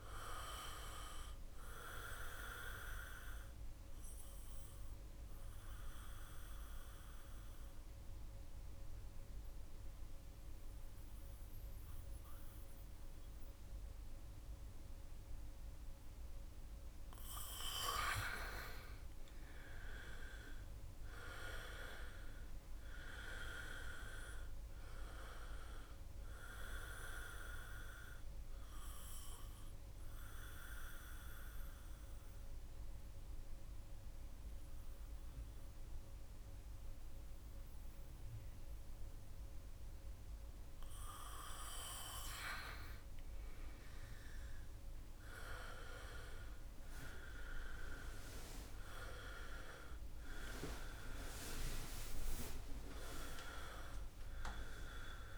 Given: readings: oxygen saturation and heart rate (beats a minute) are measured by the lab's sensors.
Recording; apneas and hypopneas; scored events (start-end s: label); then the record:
breathing in sleep by a room microphone; 2
2.50-15.50 s: oxygen desaturation (device-marked, oxygen 93% before, 89% lowest, heart rate 69 before, 65 extreme)
3.50-16.50 s: central apnea (oxygen 95% before, 89% lowest, heart rate 69 before, 65 extreme, up 5 after)
19.00-23.00 s: arousal
21.50-39.50 s: oxygen desaturation (device-marked, oxygen 97% before, 90% lowest, heart rate 70 before, 65 extreme)
29.50-41.50 s: central apnea (oxygen 97% before, 90% lowest, heart rate 71 before, 65 extreme, up 8 after)
43.50-47.50 s: arousal
49.50-55.38 s: oxygen desaturation (device-marked, oxygen 97% before, 91% lowest, heart rate 68 before, 67 extreme)
From the record:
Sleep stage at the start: N2 (light sleep); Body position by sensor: on the back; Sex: male